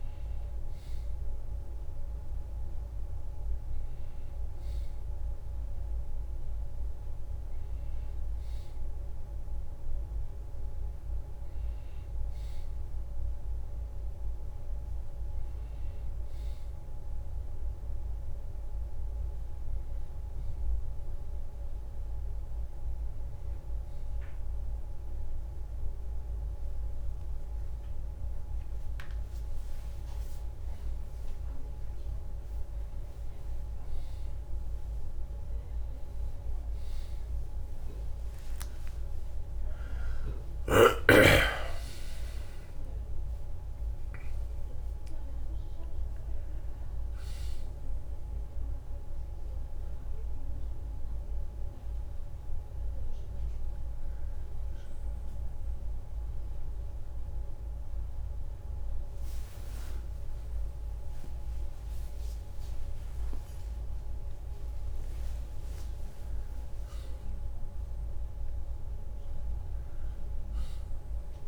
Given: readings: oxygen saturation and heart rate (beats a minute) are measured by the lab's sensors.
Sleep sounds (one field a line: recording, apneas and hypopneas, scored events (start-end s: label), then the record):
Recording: a person awake in a sleep study, hard to hear, by a room microphone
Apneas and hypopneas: none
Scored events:
40.00-59.00 s: oxygen desaturation (device-marked, oxygen 93% before, 88% lowest, heart rate 53 before, 67 extreme)
From the record:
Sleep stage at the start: awake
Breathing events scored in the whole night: 255 in 3.8 hours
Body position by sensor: on the back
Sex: male